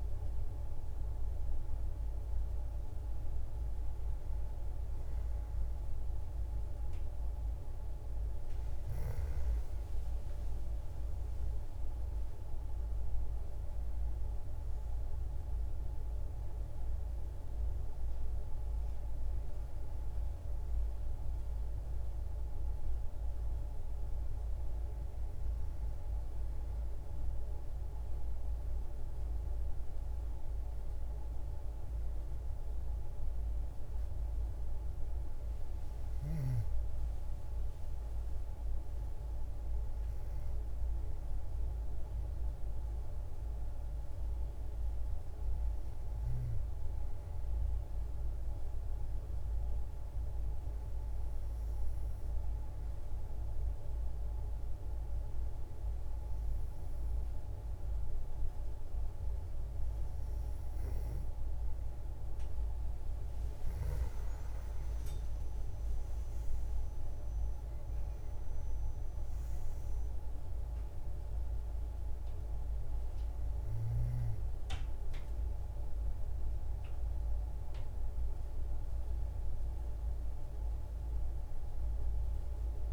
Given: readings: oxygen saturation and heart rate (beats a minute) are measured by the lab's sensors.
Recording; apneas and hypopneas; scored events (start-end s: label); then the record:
breathing in sleep, hard to hear, by a room microphone; 1
0.00-10.50 s: oxygen desaturation (device-marked, oxygen 91% lowest, heart rate 53 extreme)
11.50-15.00 s: arousal
49.50-61.50 s: hypopnea (oxygen 97% before, 92% lowest, heart rate 65 before, 58 extreme, up 5 after)
63.50-67.00 s: arousal
From the record:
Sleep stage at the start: N2 (light sleep); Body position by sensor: on the back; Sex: female